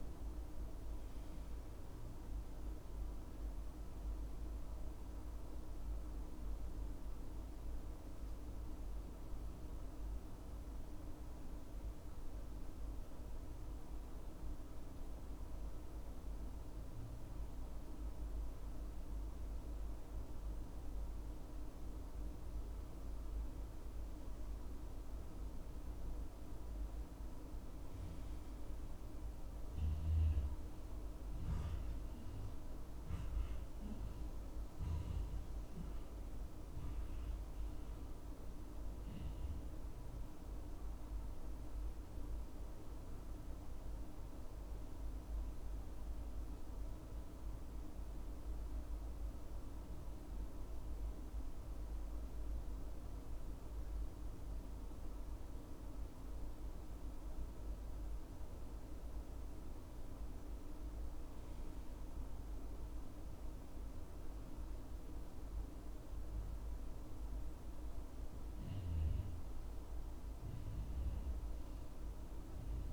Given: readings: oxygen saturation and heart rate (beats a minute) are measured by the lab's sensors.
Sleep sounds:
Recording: breathing in sleep, hard to hear, by a room microphone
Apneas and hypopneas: 2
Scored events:
11.00-24.50 s: central apnea (oxygen 97% before, 91% lowest, heart rate 70 before, 65 extreme, up 4 after)
26.50-30.00 s: arousal
32.50-54.50 s: oxygen desaturation (device-marked, oxygen 98% before, 91% lowest, heart rate 69 before, 65 extreme)
49.00-59.00 s: central apnea (oxygen 98% before, 90% lowest, heart rate 67 before, 67 extreme, up 5 after)
61.00-63.50 s: arousal
67.50-72.93 s: oxygen desaturation (device-marked, oxygen 98% before, 91% lowest, heart rate 69 before, 67 extreme)
From the record:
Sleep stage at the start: N2 (light sleep)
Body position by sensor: on the back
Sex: male

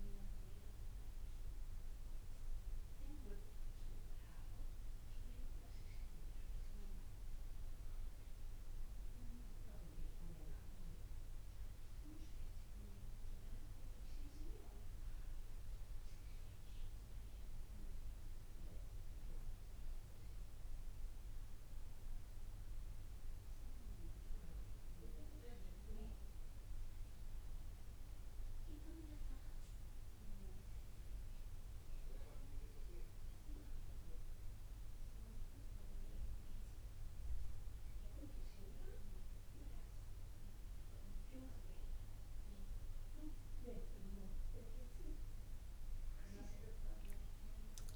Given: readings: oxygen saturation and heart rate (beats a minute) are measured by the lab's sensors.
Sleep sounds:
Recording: breathing in sleep by a room microphone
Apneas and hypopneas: none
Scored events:
47.00-47.95 s: new sleep stage, awake
From the record:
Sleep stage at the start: N2 (light sleep)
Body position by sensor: on the back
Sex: male

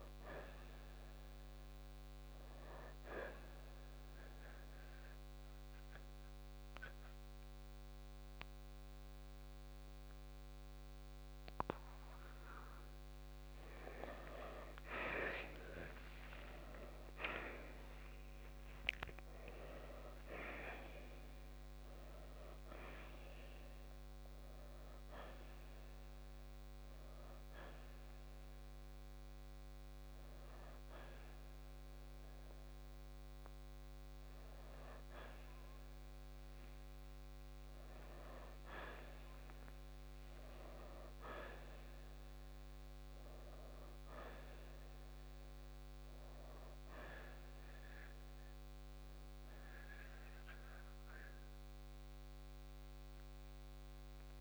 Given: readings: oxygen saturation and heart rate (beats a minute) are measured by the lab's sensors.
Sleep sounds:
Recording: a person awake in a sleep study, by a microphone on the trachea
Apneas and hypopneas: 1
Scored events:
3.50-13.50 s: central apnea (oxygen 93% before, 83% lowest, heart rate 74 before, 61 extreme, up 11 after)
4.00-20.00 s: oxygen desaturation (device-marked, oxygen 92% before, 86% lowest, heart rate 73 before, 61 extreme)
8.00-38.00 s: new sleep stage, awake
30.00-45.00 s: oxygen desaturation (device-marked, oxygen 93% before, 83% lowest, heart rate 68 before, 57 extreme)
38.00-54.41 s: new sleep stage, N2 (light sleep)
From the record:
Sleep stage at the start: N2 (light sleep)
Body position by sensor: on the right side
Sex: male

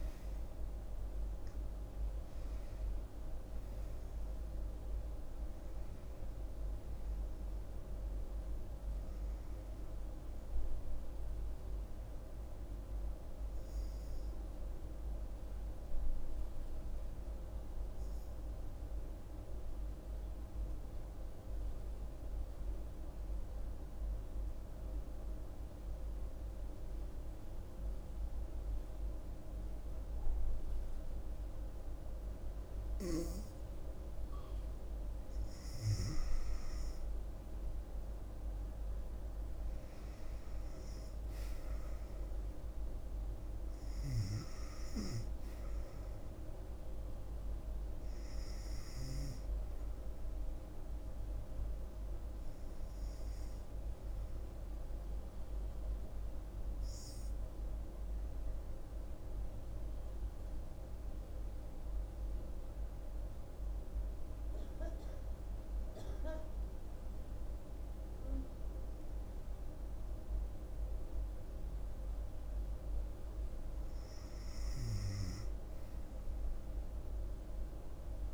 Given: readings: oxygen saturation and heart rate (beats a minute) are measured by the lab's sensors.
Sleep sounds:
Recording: a person partly awake in a sleep study, hard to hear, by a room microphone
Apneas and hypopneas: 2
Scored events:
8.50-78.34 s: new sleep stage, N2 (light sleep)
19.50-35.50 s: mixed apnea (oxygen 99% before, 93% lowest, heart rate 84 before, 66 extreme, up 7 after)
34.50-59.50 s: oxygen desaturation (device-marked, oxygen 99% before, 93% lowest, heart rate 69 before, 65 extreme)
38.50-42.00 s: arousal
57.50-69.00 s: obstructive apnea (oxygen 99% before, 96% lowest, heart rate 70 before, 65 extreme, up 6 after)
73.50-77.50 s: arousal
From the record:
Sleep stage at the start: awake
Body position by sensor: on the right side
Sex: female

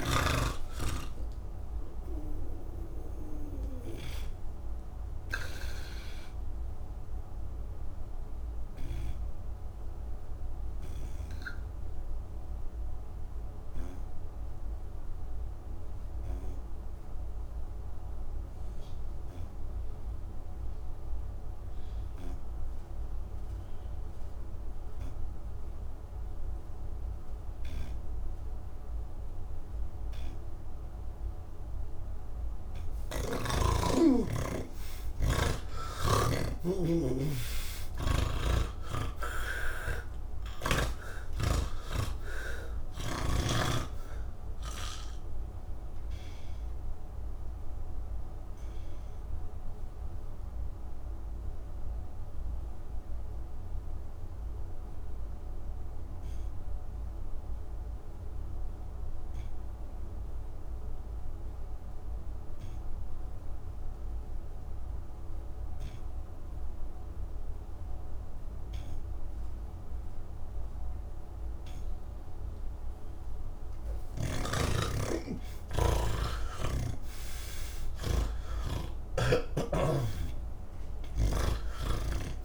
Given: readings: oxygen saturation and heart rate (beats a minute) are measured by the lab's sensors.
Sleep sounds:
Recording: breathing in sleep by a room microphone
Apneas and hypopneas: none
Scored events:
0.00-3.50 s: snoring (device-marked)
0.00-4.00 s: oxygen desaturation (device-marked, oxygen 86% lowest, heart rate 61 extreme)
10.00-22.00 s: oxygen desaturation (device-marked, oxygen 90% before, 80% lowest, heart rate 93 before, 65 extreme)
32.00-63.00 s: oxygen desaturation (device-marked, oxygen 98% before, 83% lowest, heart rate 92 before, 69 extreme)
42.00-72.00 s: new sleep stage, N1 (lightest sleep)
69.00-80.00 s: oxygen desaturation (device-marked, oxygen 98% before, 92% lowest, heart rate 70 before, 67 extreme)
72.00-82.45 s: new sleep stage, N3 (deep sleep)
From the record:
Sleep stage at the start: N3 (deep sleep)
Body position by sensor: on the back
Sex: male

